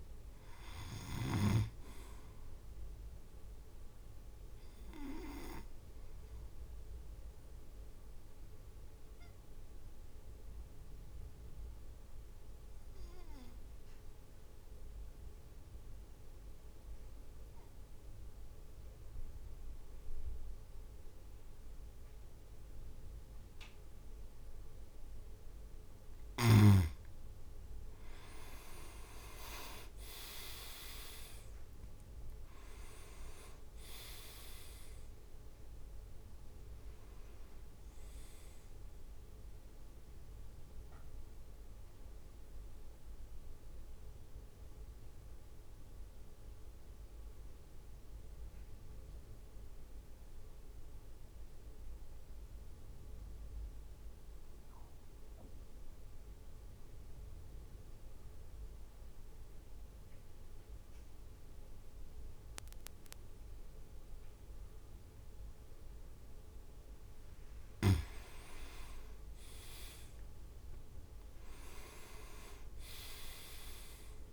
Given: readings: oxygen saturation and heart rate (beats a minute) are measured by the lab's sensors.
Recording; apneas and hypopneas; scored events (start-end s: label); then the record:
breathing in sleep by a room microphone; 2
0.00-7.00 s: drop in pulse transit time (device-marked, heart rate 51 extreme)
4.00-26.00 s: obstructive apnea (oxygen 99% before, 94% lowest, heart rate 55 before, 52 extreme, up 5 after)
29.50-34.50 s: arousal
32.00-45.00 s: drop in pulse transit time (device-marked, heart rate 55 before, 54 extreme)
33.00-44.00 s: oxygen desaturation (device-marked, oxygen 99% before, 95% lowest, heart rate 55 before, 52 extreme)
45.50-67.50 s: mixed apnea (oxygen 99% before, 94% lowest, heart rate 56 before, 51 extreme, up 5 after)
68.50-71.50 s: leg movement (device-marked)
69.50-74.33 s: arousal
72.00-74.33 s: drop in pulse transit time (device-marked, heart rate 56 before, 55 extreme)
From the record:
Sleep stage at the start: N2 (light sleep); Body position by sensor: on the back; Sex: male